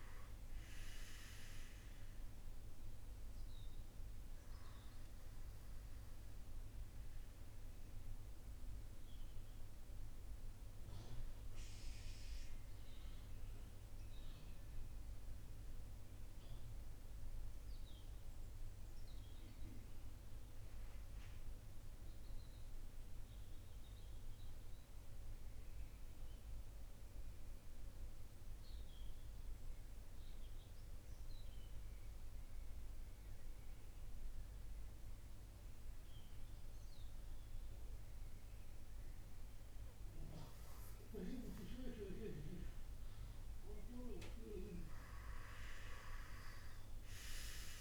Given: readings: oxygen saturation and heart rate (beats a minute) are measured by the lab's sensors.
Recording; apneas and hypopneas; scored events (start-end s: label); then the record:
breathing in sleep by a room microphone; 1
4.00-24.00 s: oxygen desaturation (device-marked, oxygen 97% before, 90% lowest)
6.50-42.00 s: obstructive apnea (oxygen 97% before, 90% lowest)
35.00-47.81 s: oxygen desaturation (device-marked, oxygen 98% before, 92% lowest)
46.00-47.81 s: arousal
From the record:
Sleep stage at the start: REM sleep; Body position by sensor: on the front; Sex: male